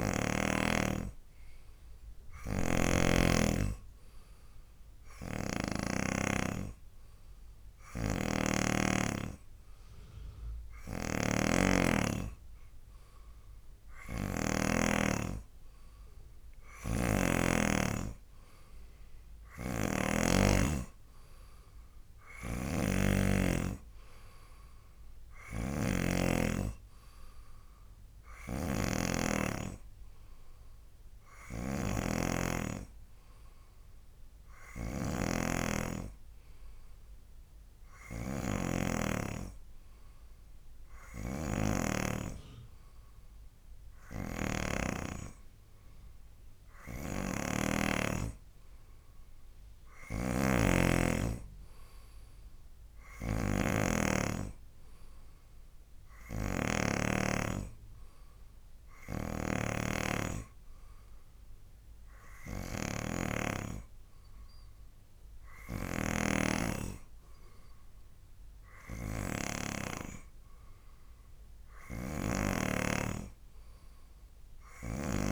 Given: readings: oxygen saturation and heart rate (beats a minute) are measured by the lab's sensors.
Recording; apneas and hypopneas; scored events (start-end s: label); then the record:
breathing in sleep by a room microphone; none
2.50-6.00 s: snoring (device-marked)
8.00-15.00 s: snoring (device-marked)
17.00-20.50 s: snoring (device-marked)
22.50-70.00 s: snoring (device-marked)
72.00-75.32 s: snoring (device-marked)
From the record:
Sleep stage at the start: N2 (light sleep); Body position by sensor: on the right side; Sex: male